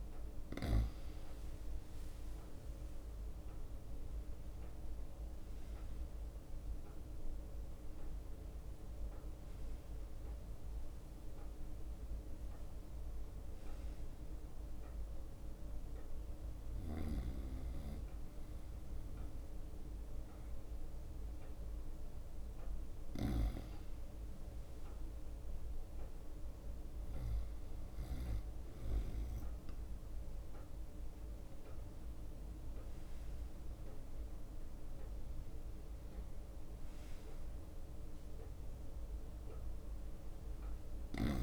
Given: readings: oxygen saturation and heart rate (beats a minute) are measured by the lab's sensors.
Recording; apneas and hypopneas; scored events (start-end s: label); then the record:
breathing in sleep by a room microphone; 1
0.50-6.50 s: leg movement (device-marked)
4.00-9.00 s: arousal
14.00-24.00 s: hypopnea (oxygen 97% before, 95% lowest, heart rate 67 before, 63 extreme, up 4 after)
16.50-21.00 s: leg movement (device-marked)
22.50-29.00 s: leg movement (device-marked)
25.00-41.42 s: new sleep stage, N1 (lightest sleep)
27.00-33.00 s: arousal
30.00-37.00 s: leg movement (device-marked)
37.50-41.42 s: leg movement (device-marked)
From the record:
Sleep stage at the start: N2 (light sleep); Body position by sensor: on the right side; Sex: male